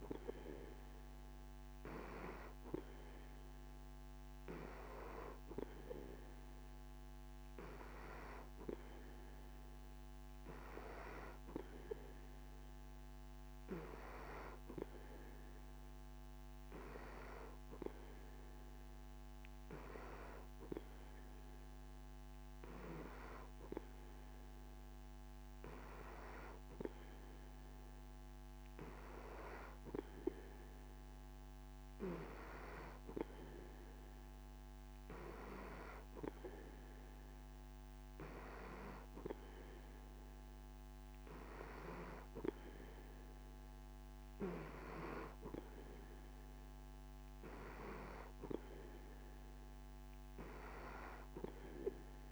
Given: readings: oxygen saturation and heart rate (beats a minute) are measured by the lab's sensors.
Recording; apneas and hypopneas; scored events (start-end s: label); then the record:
breathing in sleep by a microphone on the trachea; none
none scored
From the record:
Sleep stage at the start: N3 (deep sleep); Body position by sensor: on the back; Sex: male